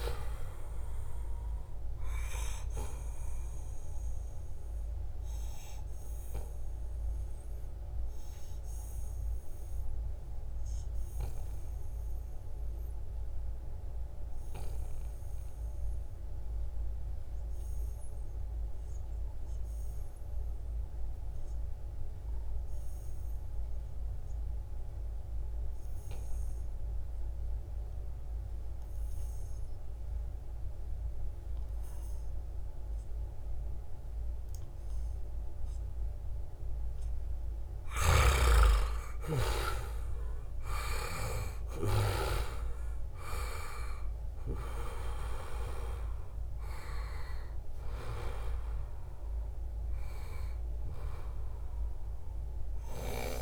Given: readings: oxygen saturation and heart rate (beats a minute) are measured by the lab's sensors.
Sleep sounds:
breathing in sleep by a room microphone; 1
0.00-16.50 s: oxygen desaturation (device-marked, oxygen 88% lowest, heart rate 68 extreme)
2.00-36.50 s: obstructive apnea (oxygen 98% before, 87% lowest, heart rate 73 before, 68 extreme, up 4 after)
33.50-53.42 s: oxygen desaturation (device-marked, oxygen 97% before, 87% lowest, heart rate 70 before, 68 extreme)
37.50-42.00 s: snoring (device-marked)
38.50-43.50 s: arousal
From the record:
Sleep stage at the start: REM sleep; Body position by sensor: on the back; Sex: male

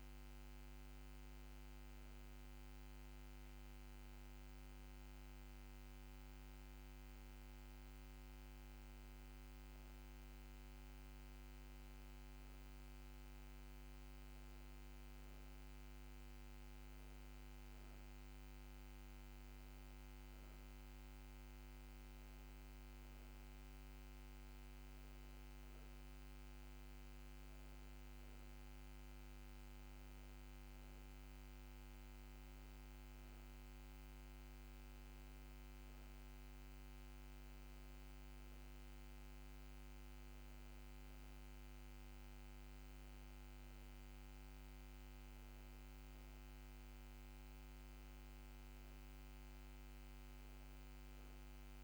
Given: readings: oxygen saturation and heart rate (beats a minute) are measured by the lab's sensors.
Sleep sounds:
breathing in sleep, hard to hear, by a microphone on the trachea; none
none scored
From the record:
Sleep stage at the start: N1 (lightest sleep); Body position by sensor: on the back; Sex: female

